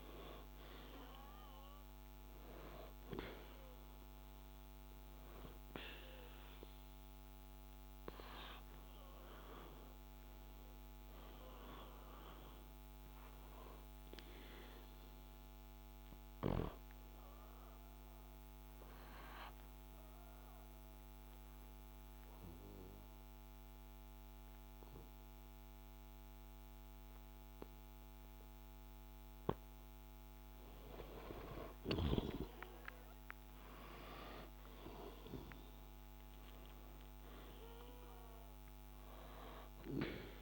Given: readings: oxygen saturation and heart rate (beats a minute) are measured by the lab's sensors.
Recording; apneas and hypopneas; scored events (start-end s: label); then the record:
breathing in sleep by a microphone on the trachea; 1
3.50-25.50 s: oxygen desaturation (device-marked, oxygen 94% before, 90% lowest, heart rate 63 before, 61 extreme)
16.00-29.50 s: obstructive apnea (oxygen 95% before, 90% lowest, heart rate 63 before, 62 extreme, up 0 after)
32.00-37.00 s: arousal
From the record:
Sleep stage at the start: N2 (light sleep); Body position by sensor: on the back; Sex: male